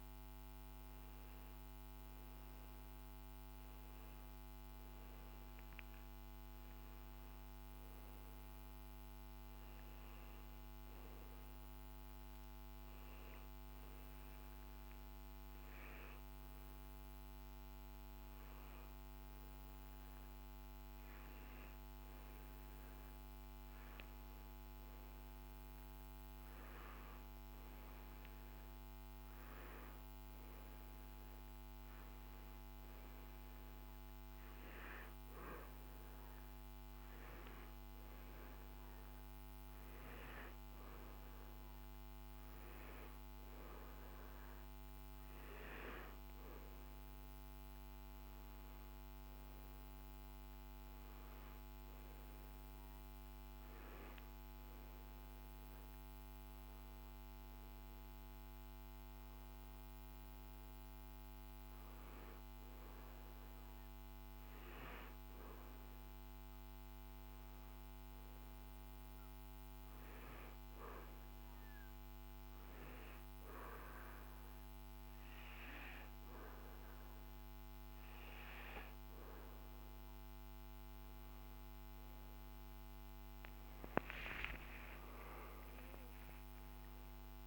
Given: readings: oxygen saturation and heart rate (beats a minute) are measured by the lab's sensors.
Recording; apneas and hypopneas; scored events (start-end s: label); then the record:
breathing in sleep, hard to hear, by a microphone on the trachea; 1
46.50-87.47 s: new sleep stage, N2 (light sleep)
72.00-82.00 s: hypopnea (oxygen 95% before, 92% lowest, heart rate 64 before, 56 extreme, up 27 after)
84.50-87.47 s: arousal
85.50-87.47 s: long interval between heartbeats (device-marked, heart rate 63 before, 80 extreme)
From the record:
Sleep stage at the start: N1 (lightest sleep); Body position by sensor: on the back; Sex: male